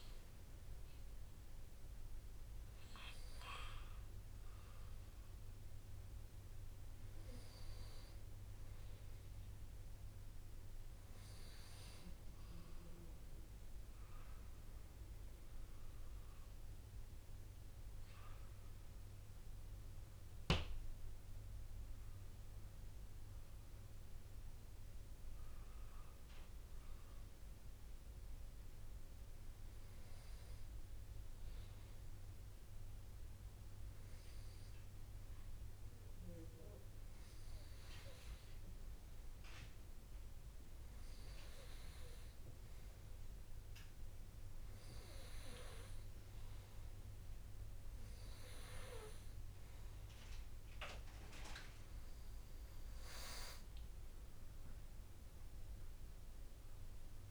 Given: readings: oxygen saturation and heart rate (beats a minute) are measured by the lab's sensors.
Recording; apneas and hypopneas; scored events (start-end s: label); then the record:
breathing in sleep by a room microphone; none
53.50-57.31 s: arousal
From the record:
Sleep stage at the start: N2 (light sleep); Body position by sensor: on the right side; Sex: male